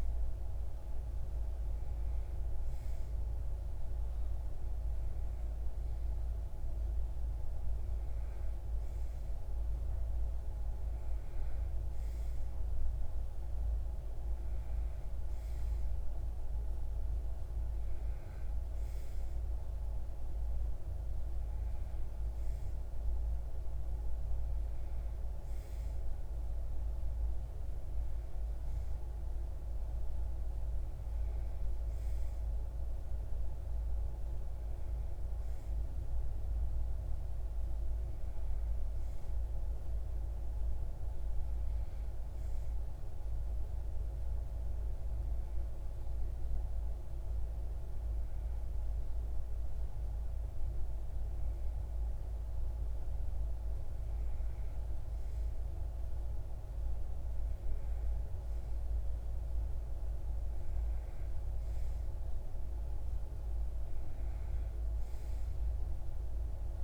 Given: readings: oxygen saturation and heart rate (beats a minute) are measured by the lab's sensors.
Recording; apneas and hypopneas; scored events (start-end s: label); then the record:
breathing in sleep, hard to hear, by a room microphone; none
none scored
From the record:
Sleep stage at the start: REM sleep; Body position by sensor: on the back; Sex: male